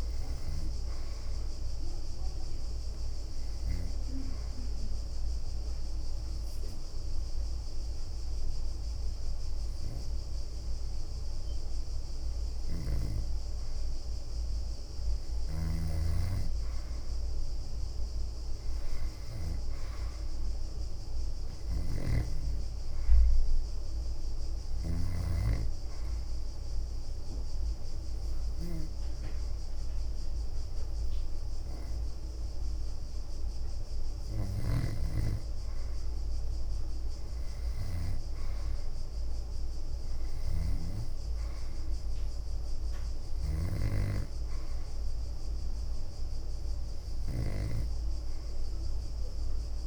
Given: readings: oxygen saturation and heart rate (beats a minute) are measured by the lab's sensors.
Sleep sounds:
breathing in sleep by a room microphone; 2
0.00-1.00 s: leg movement (device-marked)
2.00-4.50 s: leg movement (device-marked)
2.50-13.50 s: obstructive apnea (oxygen 95% before, 91% lowest, heart rate 68 before, 63 extreme, up 7 after)
10.00-13.00 s: leg movement (device-marked)
16.00-19.50 s: arousal
17.00-20.00 s: leg movement (device-marked)
20.50-37.50 s: oxygen desaturation (device-marked, oxygen 96% before, 91% lowest, heart rate 65 before, 64 extreme)
21.50-25.00 s: snoring (device-marked)
22.50-26.50 s: leg movement (device-marked)
23.50-35.50 s: obstructive apnea (oxygen 96% before, 91% lowest, heart rate 66 before, 64 extreme, up 4 after)
28.50-33.00 s: leg movement (device-marked)
35.00-39.00 s: leg movement (device-marked)
39.50-42.50 s: arousal
40.50-44.50 s: leg movement (device-marked)
45.50-49.87 s: oxygen desaturation (device-marked, oxygen 95% before, 91% lowest, heart rate 67 before, 64 extreme)
47.50-49.87 s: leg movement (device-marked)
From the record:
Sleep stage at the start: N2 (light sleep); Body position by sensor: on the back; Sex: female

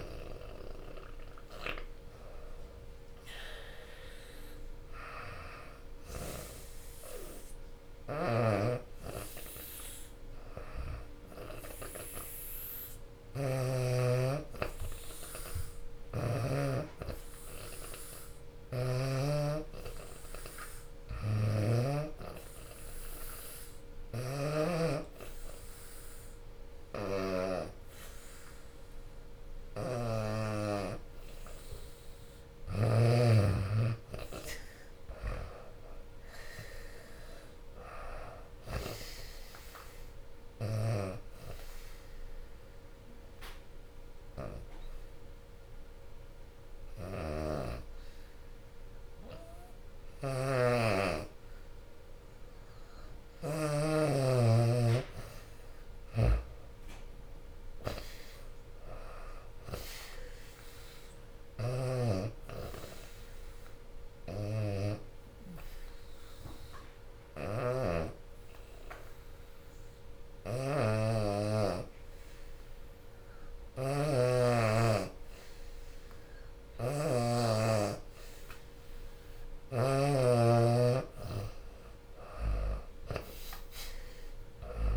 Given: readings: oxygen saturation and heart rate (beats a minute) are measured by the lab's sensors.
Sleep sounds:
breathing in sleep by a room microphone; 3
12.00-17.00 s: oxygen desaturation (device-marked, oxygen 93% before, 89% lowest, heart rate 88 before, 76 extreme)
17.00-20.00 s: arousal
22.00-32.50 s: obstructive apnea (oxygen 95% before, 82% lowest, heart rate 86 before, 65 extreme, up 18 after)
25.00-52.00 s: oxygen desaturation (device-marked, oxygen 91% before, 82% lowest, heart rate 87 before, 65 extreme)
35.00-38.00 s: arousal
42.00-54.00 s: hypopnea (oxygen 91% before, 82% lowest, heart rate 85 before, 65 extreme, up 28 after)
54.00-65.00 s: drop in pulse transit time (device-marked, heart rate 77 before, 73 extreme)
55.50-59.00 s: arousal
57.00-74.00 s: oxygen desaturation (device-marked, oxygen 93% before, 84% lowest, heart rate 77 before, 69 extreme)
63.00-79.00 s: hypopnea (oxygen 93% before, 84% lowest, heart rate 77 before, 69 extreme, up 21 after)
76.00-84.97 s: oxygen desaturation (device-marked, oxygen 92% before, 84% lowest, heart rate 80 before, 72 extreme)
80.00-83.50 s: arousal
80.00-84.97 s: drop in pulse transit time (device-marked, heart rate 78 before, 81 extreme)
From the record:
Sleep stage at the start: N2 (light sleep); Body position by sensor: on the back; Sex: female

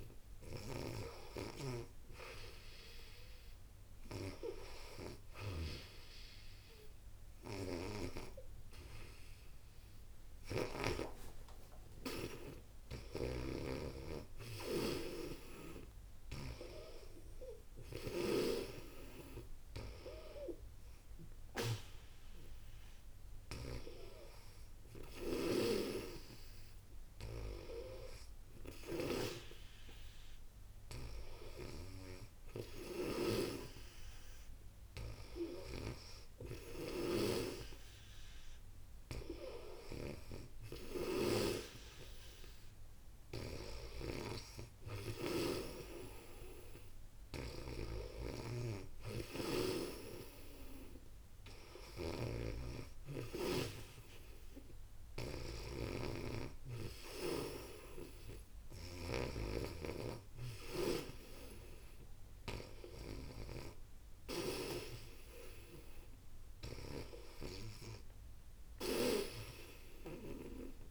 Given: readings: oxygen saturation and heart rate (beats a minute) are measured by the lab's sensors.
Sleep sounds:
breathing in sleep by a room microphone; none
7.00-10.50 s: snoring (device-marked)
12.50-33.00 s: snoring (device-marked)
35.00-63.00 s: snoring (device-marked)
From the record:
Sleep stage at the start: N2 (light sleep); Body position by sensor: on the back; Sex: female

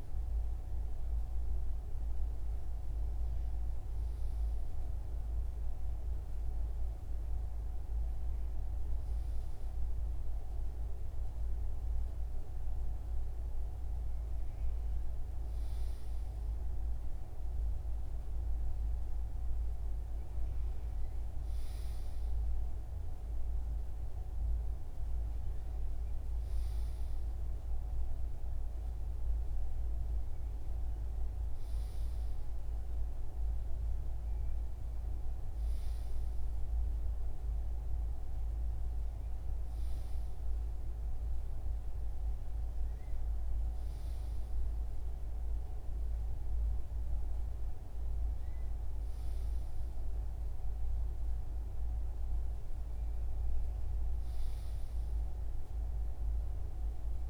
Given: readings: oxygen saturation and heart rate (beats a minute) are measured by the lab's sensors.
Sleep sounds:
breathing in sleep, hard to hear, by a room microphone; none
none scored
From the record:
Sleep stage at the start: REM sleep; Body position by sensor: on the right side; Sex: male

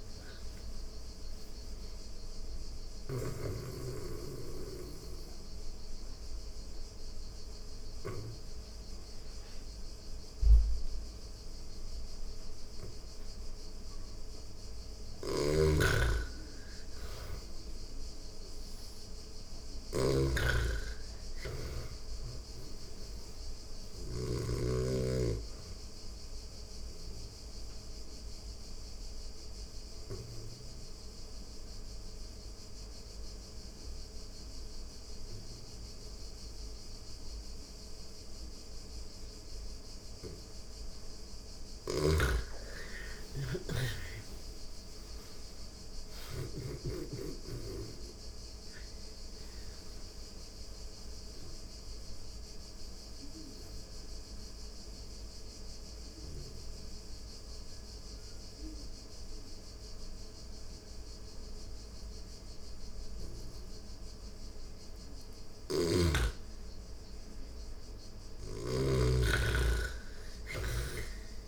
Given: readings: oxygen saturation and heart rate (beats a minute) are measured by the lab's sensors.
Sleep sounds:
breathing in sleep by a room microphone; 3
0.00-2.50 s: snoring (device-marked)
0.00-10.50 s: oxygen desaturation (device-marked, oxygen 90% lowest)
2.00-14.00 s: obstructive apnea (oxygen 99% before, 87% lowest)
14.00-23.50 s: snoring (device-marked)
16.50-20.00 s: arousal
22.50-36.50 s: oxygen desaturation (device-marked, oxygen 97% before, 89% lowest)
25.00-40.50 s: obstructive apnea (oxygen 97% before, 87% lowest)
41.00-46.00 s: snoring (device-marked)
41.50-46.00 s: arousal
47.50-61.50 s: oxygen desaturation (device-marked, oxygen 98% before, 87% lowest)
51.00-64.50 s: mixed apnea (oxygen 98% before, 87% lowest)
64.50-71.48 s: snoring (device-marked)
66.00-70.00 s: arousal
From the record:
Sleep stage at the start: N2 (light sleep); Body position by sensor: on the back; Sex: female

